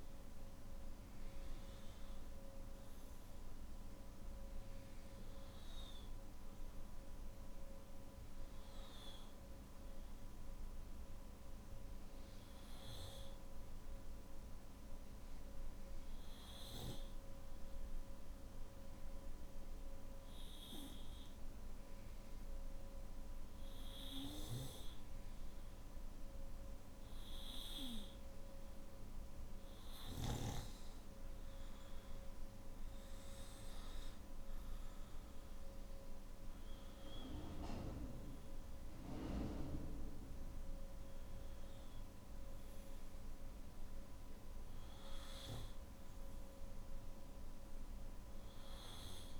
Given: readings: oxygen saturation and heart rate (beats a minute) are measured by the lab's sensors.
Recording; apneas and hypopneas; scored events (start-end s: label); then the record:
breathing in sleep by a room microphone; 1
17.00-29.00 s: hypopnea (oxygen 96% before, 93% lowest, heart rate 54 before, 52 extreme, up 5 after)
37.50-49.40 s: oxygen desaturation (device-marked, oxygen 97% before, 93% lowest, heart rate 57 before, 52 extreme)
From the record:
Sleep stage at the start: N1 (lightest sleep); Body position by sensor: on the back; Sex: male